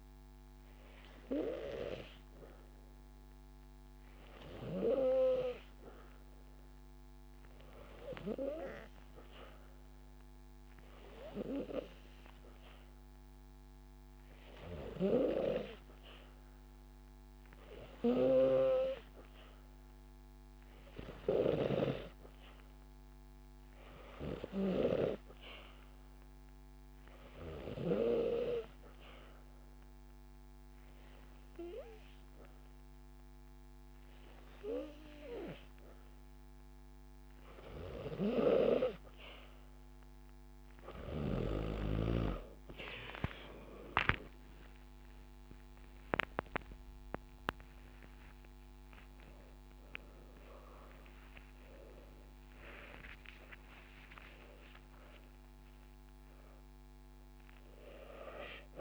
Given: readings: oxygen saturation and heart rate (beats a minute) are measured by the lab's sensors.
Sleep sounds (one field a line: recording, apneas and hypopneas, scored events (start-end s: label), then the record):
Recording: breathing in sleep by a microphone on the trachea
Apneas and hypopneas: 1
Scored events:
0.00-2.50 s: drop in pulse transit time (device-marked)
3.50-5.50 s: long interval between heartbeats (device-marked)
14.50-16.50 s: long interval between heartbeats (device-marked)
23.00-25.00 s: long interval between heartbeats (device-marked)
27.50-38.00 s: obstructive apnea (oxygen 95% before, 92% lowest)
29.50-52.50 s: drop in pulse transit time (device-marked)
30.50-32.50 s: long interval between heartbeats (device-marked)
44.00-46.00 s: long interval between heartbeats (device-marked)
44.00-50.00 s: arousal
46.50-48.50 s: long interval between heartbeats (device-marked)
50.00-52.00 s: long interval between heartbeats (device-marked)
54.00-56.00 s: long interval between heartbeats (device-marked)
From the record:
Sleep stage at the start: N2 (light sleep)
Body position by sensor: on the back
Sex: female